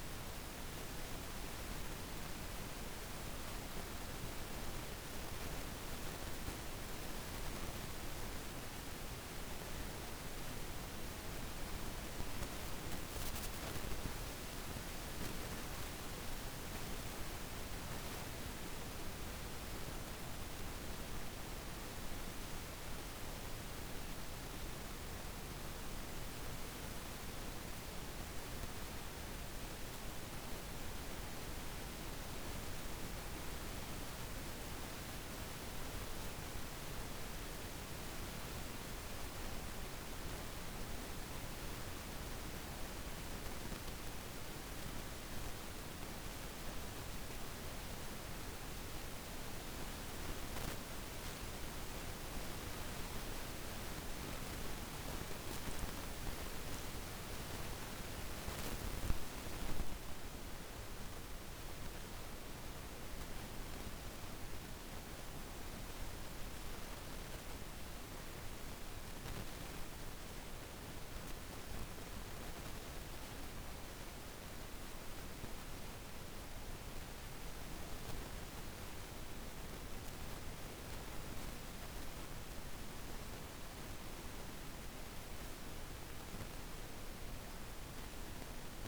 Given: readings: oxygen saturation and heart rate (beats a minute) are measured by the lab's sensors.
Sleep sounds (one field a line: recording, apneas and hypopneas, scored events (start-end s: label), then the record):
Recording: breathing in sleep, hard to hear, by a room microphone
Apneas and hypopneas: 1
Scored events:
8.00-13.00 s: oxygen desaturation (device-marked, oxygen 97% before, 92% lowest, heart rate 55 before, 52 extreme)
33.00-36.00 s: arousal
40.00-53.50 s: obstructive apnea (oxygen 97% before, 81% lowest, heart rate 53 before, 49 extreme, up 3 after)
42.00-74.00 s: oxygen desaturation (device-marked, oxygen 97% before, 81% lowest, heart rate 53 before, 49 extreme)
56.50-60.00 s: arousal
From the record:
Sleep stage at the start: REM sleep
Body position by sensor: on the back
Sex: female